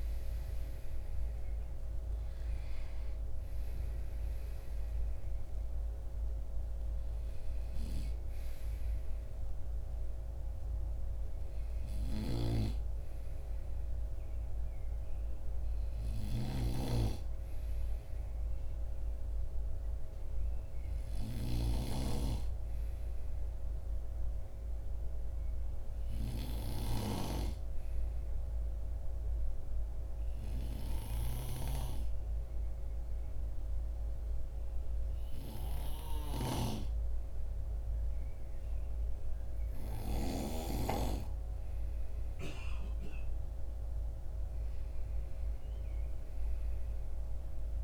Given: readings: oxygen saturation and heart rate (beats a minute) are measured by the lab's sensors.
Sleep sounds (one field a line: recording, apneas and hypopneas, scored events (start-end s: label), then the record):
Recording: breathing in sleep by a room microphone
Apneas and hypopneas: 1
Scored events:
11.50-21.00 s: snoring (device-marked)
19.50-42.00 s: obstructive apnea (oxygen 98% before, 91% lowest, heart rate 66 before, 52 extreme, up 3 after)
34.00-47.84 s: oxygen desaturation (device-marked, oxygen 97% before, 91% lowest, heart rate 53 before, 52 extreme)
35.50-40.00 s: snoring (device-marked)
43.50-47.84 s: arousal
From the record:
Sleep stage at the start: N2 (light sleep)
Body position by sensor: on the right side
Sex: male